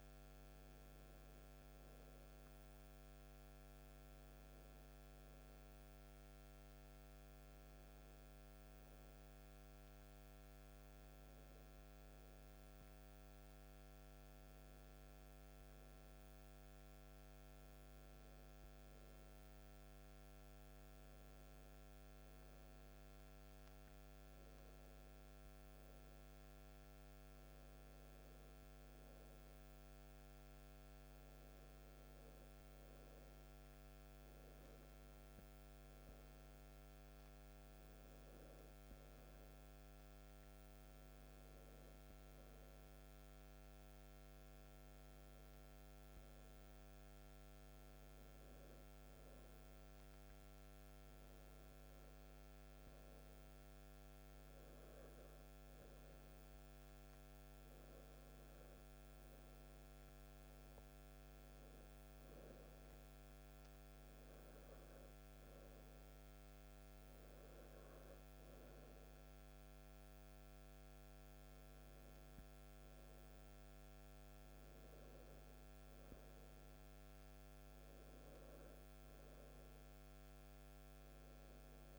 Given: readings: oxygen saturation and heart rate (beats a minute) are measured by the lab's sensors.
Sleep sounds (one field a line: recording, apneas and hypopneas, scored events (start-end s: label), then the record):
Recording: breathing in sleep, hard to hear, by a microphone on the trachea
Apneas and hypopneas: none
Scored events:
none scored
From the record:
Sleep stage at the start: N2 (light sleep)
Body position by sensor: on the back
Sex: male